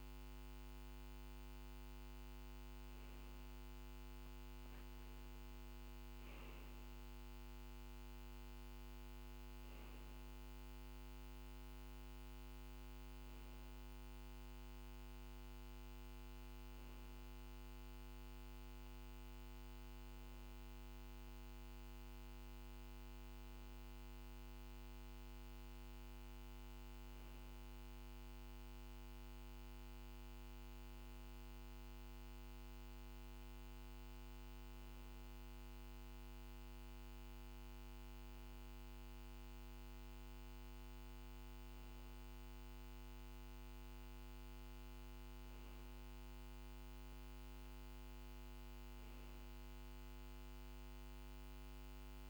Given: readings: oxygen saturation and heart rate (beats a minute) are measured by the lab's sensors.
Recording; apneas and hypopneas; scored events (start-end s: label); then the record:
breathing in sleep, hard to hear, by a microphone on the trachea; none
none scored
From the record:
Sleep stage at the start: N2 (light sleep); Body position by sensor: on the back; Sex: male